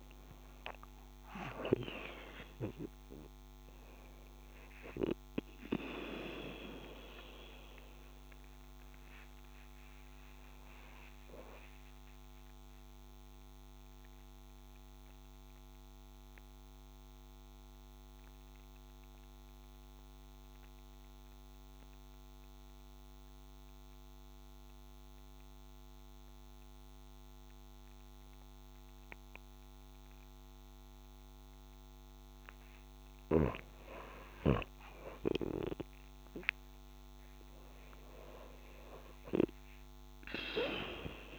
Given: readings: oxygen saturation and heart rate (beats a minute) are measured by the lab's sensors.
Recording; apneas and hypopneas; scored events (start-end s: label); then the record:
breathing in sleep by a microphone on the trachea; 1
12.00-31.50 s: mixed apnea (oxygen 97% before, 93% lowest)
28.50-30.50 s: long interval between heartbeats (device-marked)
34.00-38.00 s: arousal
37.00-39.00 s: long interval between heartbeats (device-marked)
From the record:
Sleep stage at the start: N2 (light sleep); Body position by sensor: on the right side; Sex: female